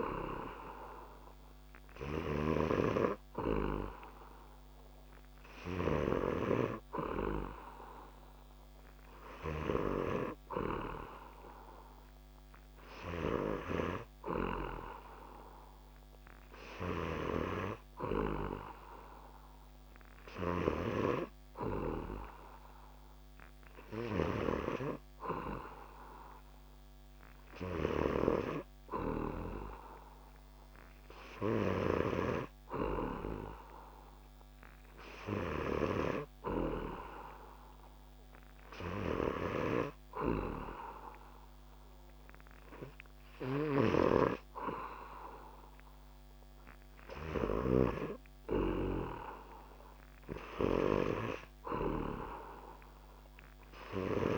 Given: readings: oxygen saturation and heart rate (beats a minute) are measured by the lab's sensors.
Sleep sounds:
breathing in sleep by a microphone on the trachea; none
none scored
From the record:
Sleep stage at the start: N2 (light sleep); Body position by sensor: on the back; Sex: male

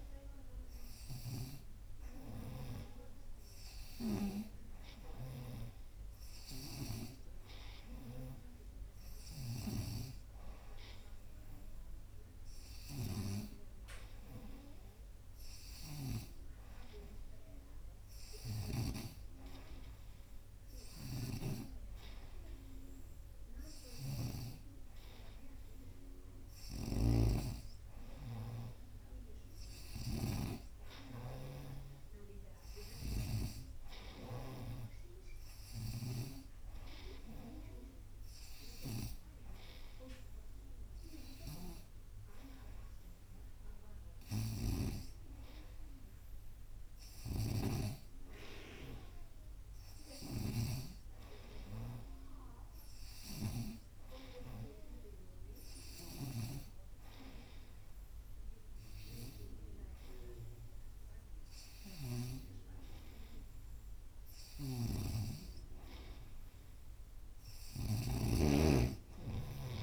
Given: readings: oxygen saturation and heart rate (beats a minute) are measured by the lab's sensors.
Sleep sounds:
breathing in sleep by a room microphone; none
0.00-19.00 s: snoring (device-marked)
21.00-24.50 s: snoring (device-marked)
26.50-33.50 s: snoring (device-marked)
47.00-62.50 s: snoring (device-marked)
64.50-68.00 s: snoring (device-marked)
From the record:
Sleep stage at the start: N2 (light sleep); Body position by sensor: on the right side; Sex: female

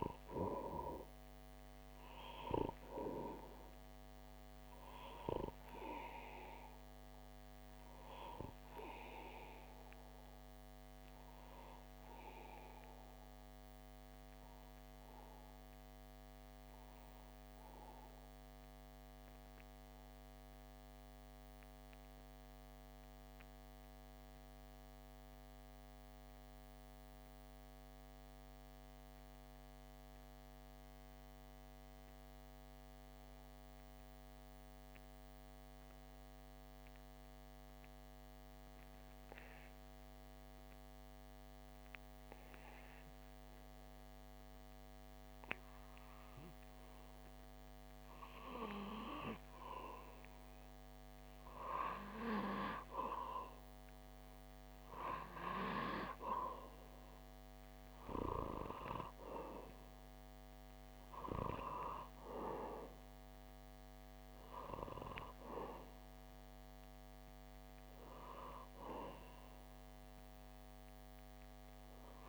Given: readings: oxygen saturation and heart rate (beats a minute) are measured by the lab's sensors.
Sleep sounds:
breathing in sleep by a microphone on the trachea; 1
0.00-20.50 s: oxygen desaturation (device-marked, oxygen 90% lowest)
15.50-47.00 s: obstructive apnea (oxygen 96% before, 92% lowest)
41.50-70.50 s: oxygen desaturation (device-marked, oxygen 97% before, 92% lowest)
48.50-52.00 s: arousal
From the record:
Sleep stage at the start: N2 (light sleep); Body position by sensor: on the back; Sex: male

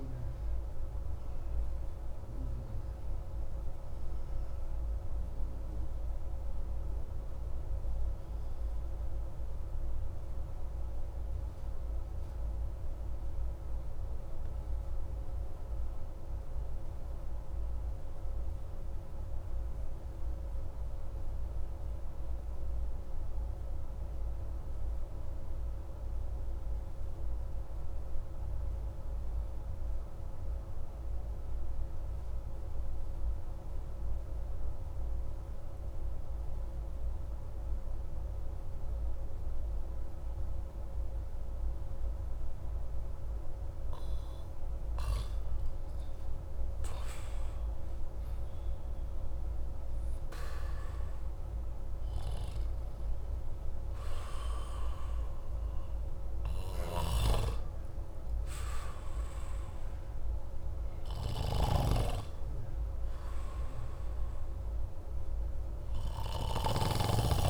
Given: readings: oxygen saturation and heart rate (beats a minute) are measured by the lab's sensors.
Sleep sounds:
breathing in sleep by a room microphone; 1
1.50-43.50 s: obstructive apnea (oxygen 96% before, 92% lowest)
38.50-58.50 s: oxygen desaturation (device-marked, oxygen 97% before, 93% lowest)
46.00-49.50 s: arousal
61.00-66.50 s: snoring (device-marked)
From the record:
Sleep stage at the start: N2 (light sleep); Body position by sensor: on the back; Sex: male

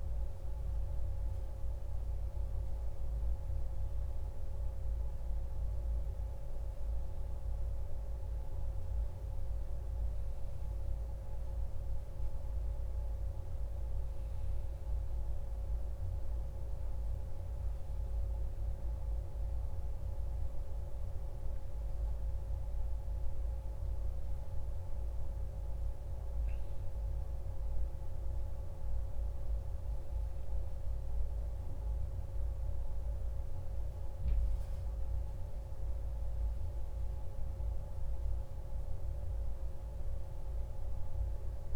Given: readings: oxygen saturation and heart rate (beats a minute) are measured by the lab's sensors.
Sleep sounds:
breathing in sleep, hard to hear, by a room microphone; none
none scored
From the record:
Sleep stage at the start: N1 (lightest sleep); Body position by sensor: on the back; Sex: male

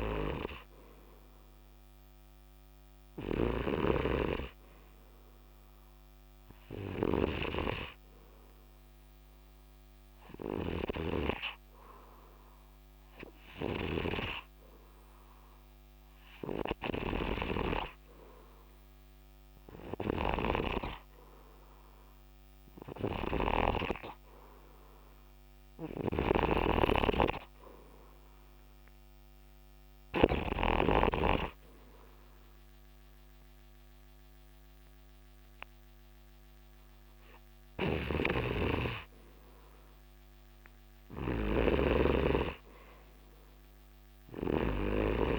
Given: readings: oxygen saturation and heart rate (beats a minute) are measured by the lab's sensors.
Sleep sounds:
breathing in sleep by a microphone on the trachea; 1
0.00-31.00 s: snoring (device-marked)
22.50-45.39 s: new sleep stage, N2 (light sleep)
29.00-39.00 s: hypopnea (oxygen 90% before, 88% lowest, heart rate 74 before, 74 extreme, up 2 after)
38.50-45.39 s: snoring (device-marked)
40.50-44.00 s: arousal
From the record:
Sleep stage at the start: N3 (deep sleep); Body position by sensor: on the right side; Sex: male

